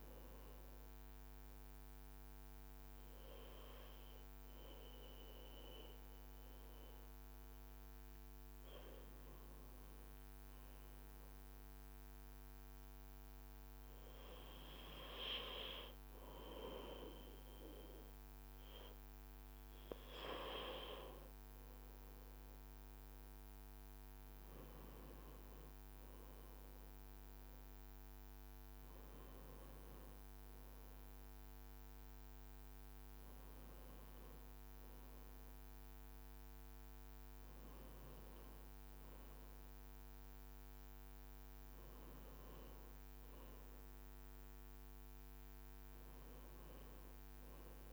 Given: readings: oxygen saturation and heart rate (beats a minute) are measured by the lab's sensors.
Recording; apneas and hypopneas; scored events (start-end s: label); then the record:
breathing in sleep by a microphone on the trachea; none
29.00-34.00 s: arousal
From the record:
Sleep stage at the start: N2 (light sleep); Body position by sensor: on the back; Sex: male